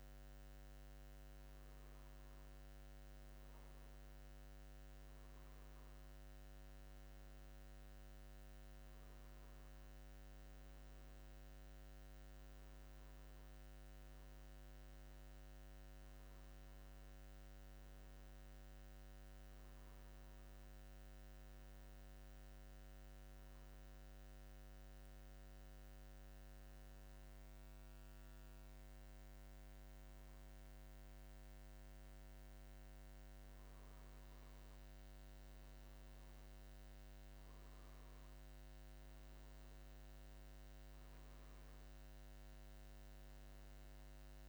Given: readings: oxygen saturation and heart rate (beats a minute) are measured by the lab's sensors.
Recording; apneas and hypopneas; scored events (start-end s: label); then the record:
breathing in sleep, hard to hear, by a microphone on the trachea; none
13.00-15.00 s: long interval between heartbeats (device-marked, heart rate 82 before, 83 extreme)
From the record:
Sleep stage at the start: N1 (lightest sleep); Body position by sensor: on the back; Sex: male